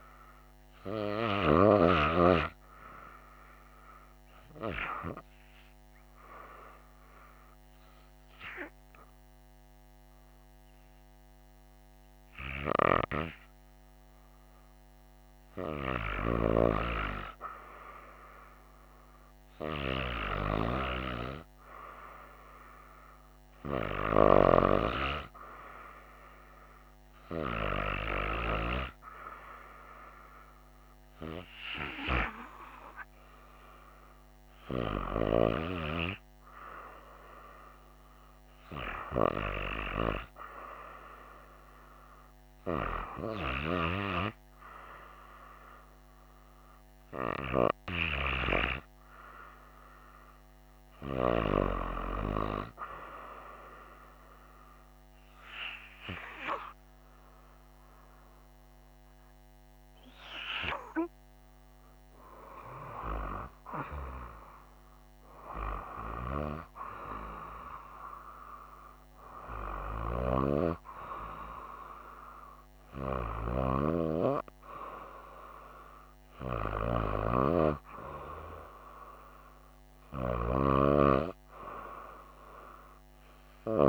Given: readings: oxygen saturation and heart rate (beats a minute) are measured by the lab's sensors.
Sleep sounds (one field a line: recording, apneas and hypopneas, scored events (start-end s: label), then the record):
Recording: breathing in sleep by a microphone on the trachea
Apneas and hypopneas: none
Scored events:
63.00-68.00 s: arousal
From the record:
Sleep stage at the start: REM sleep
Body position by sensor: on the right side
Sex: female